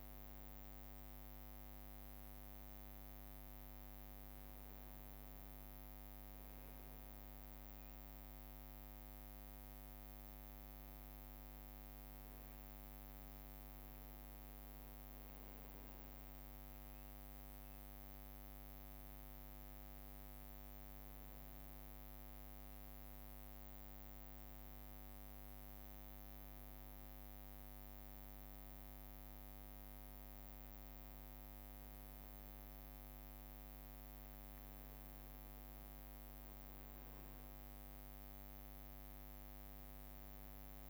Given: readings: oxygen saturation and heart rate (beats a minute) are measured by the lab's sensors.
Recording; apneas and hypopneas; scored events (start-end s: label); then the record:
a person awake in a sleep study, hard to hear, by a microphone on the trachea; none
0.00-3.00 s: leg movement (device-marked)
6.00-16.00 s: leg movement (device-marked)
20.00-28.50 s: leg movement (device-marked)
32.00-39.00 s: leg movement (device-marked)
From the record:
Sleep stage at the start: awake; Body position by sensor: on the back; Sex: male